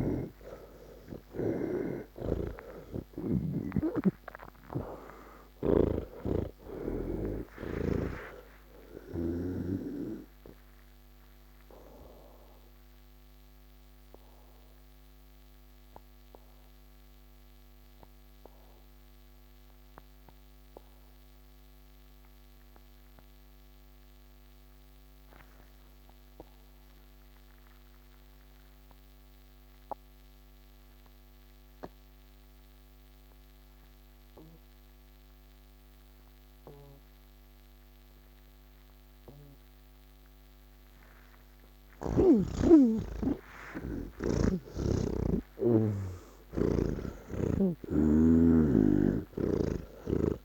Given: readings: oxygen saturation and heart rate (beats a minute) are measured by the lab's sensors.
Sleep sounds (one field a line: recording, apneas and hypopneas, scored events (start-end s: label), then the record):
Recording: breathing in sleep by a microphone on the trachea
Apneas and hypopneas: 1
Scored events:
0.00-2.00 s: snoring (device-marked)
0.00-26.00 s: oxygen desaturation (device-marked, oxygen 79% lowest, heart rate 78 extreme)
10.50-41.00 s: obstructive apnea (oxygen 98% before, 77% lowest, heart rate 173 before, 78 extreme)
28.00-50.45 s: oxygen desaturation (device-marked, oxygen 99% before, 77% lowest, heart rate 136 before, 80 extreme)
From the record:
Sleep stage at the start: N3 (deep sleep)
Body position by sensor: on the back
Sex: male